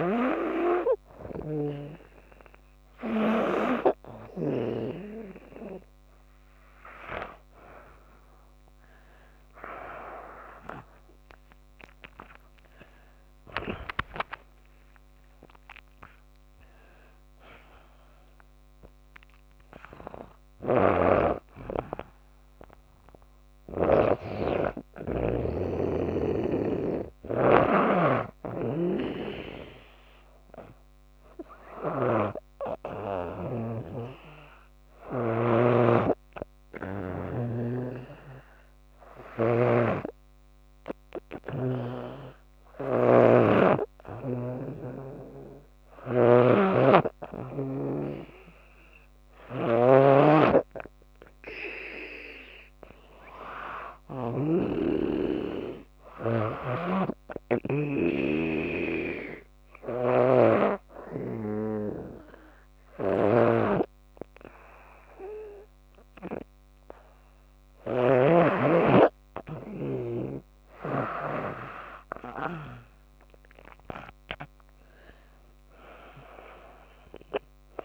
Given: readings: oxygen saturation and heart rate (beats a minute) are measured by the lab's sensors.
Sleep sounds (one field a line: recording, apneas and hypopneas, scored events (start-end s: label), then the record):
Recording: breathing in sleep by a microphone on the trachea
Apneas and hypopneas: 1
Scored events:
0.00-4.50 s: snoring (device-marked)
20.00-23.50 s: snoring (device-marked)
28.00-35.00 s: snoring (device-marked)
37.00-41.50 s: snoring (device-marked)
46.00-54.00 s: snoring (device-marked)
56.00-71.00 s: snoring (device-marked)
57.00-68.50 s: hypopnea (oxygen 98% before, 96% lowest, heart rate 79 before, 75 extreme, up 12 after)
70.00-72.50 s: arousal
From the record:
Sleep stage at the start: N2 (light sleep)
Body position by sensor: on the back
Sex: female